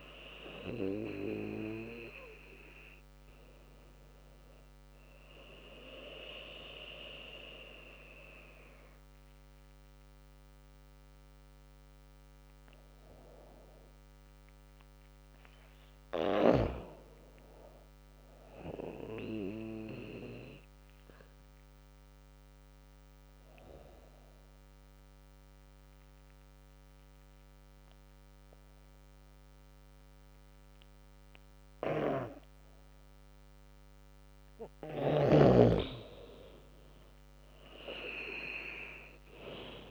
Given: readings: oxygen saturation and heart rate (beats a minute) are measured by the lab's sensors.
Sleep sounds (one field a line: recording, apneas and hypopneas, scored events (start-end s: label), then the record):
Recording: breathing in sleep by a microphone on the trachea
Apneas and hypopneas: 2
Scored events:
0.00-6.00 s: drop in pulse transit time (device-marked, heart rate 88 extreme)
0.00-12.00 s: oxygen desaturation (device-marked, oxygen 94% lowest, heart rate 81 extreme)
4.50-15.00 s: obstructive apnea (oxygen 98% before, 94% lowest, heart rate 86 before, 81 extreme, up 9 after)
16.00-18.00 s: arousal
21.00-33.50 s: obstructive apnea (oxygen 98% before, 94% lowest, heart rate 86 before, 78 extreme, up 7 after)
31.50-39.91 s: snoring (device-marked)
36.00-39.91 s: drop in pulse transit time (device-marked, heart rate 88 before, 86 extreme)
36.50-39.00 s: arousal
From the record:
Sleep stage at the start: N2 (light sleep)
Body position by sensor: on the back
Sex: female